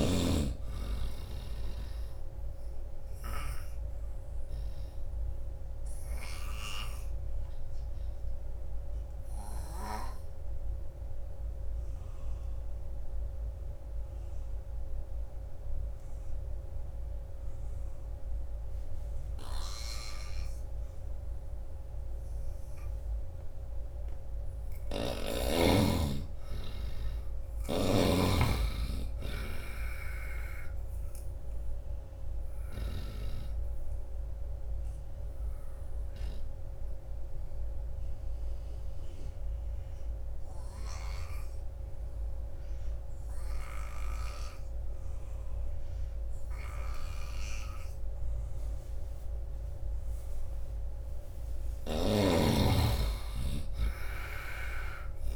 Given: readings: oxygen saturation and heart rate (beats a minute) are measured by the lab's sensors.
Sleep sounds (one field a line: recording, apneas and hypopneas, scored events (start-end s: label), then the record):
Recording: breathing in sleep by a room microphone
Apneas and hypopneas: 2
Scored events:
0.00-11.00 s: oxygen desaturation (device-marked, oxygen 77% lowest, heart rate 74 extreme)
2.50-23.00 s: obstructive apnea (oxygen 98% before, 77% lowest, heart rate 81 before, 79 extreme, up 6 after)
24.00-43.00 s: oxygen desaturation (device-marked, oxygen 97% before, 85% lowest, heart rate 84 before, 79 extreme)
24.50-28.00 s: arousal
27.00-33.00 s: snoring (device-marked)
31.50-50.00 s: obstructive apnea (oxygen 98% before, 82% lowest, heart rate 83 before, 79 extreme, up 7 after)
46.50-55.36 s: snoring (device-marked)
48.00-55.36 s: oxygen desaturation (device-marked, oxygen 95% before, 82% lowest, heart rate 83 before, 78 extreme)
51.50-55.00 s: arousal
From the record:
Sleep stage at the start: N2 (light sleep)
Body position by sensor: on the right side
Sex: male